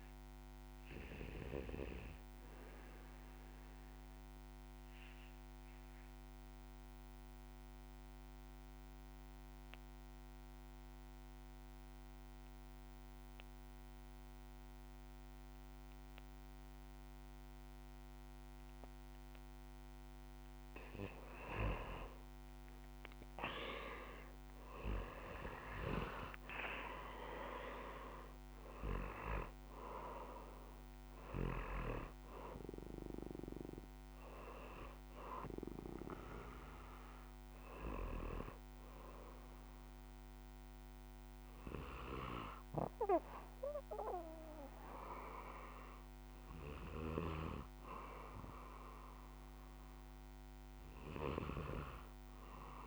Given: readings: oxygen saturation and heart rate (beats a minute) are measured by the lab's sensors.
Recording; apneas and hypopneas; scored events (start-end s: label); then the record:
breathing in sleep by a microphone on the trachea; 1
4.50-20.50 s: obstructive apnea (oxygen 98% before, 92% lowest, heart rate 59 before, 55 extreme, up 14 after)
23.00-26.50 s: arousal
27.50-52.50 s: oxygen desaturation (device-marked, oxygen 97% before, 92% lowest, heart rate 60 before, 52 extreme)
From the record:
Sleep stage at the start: REM sleep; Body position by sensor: on the back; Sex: male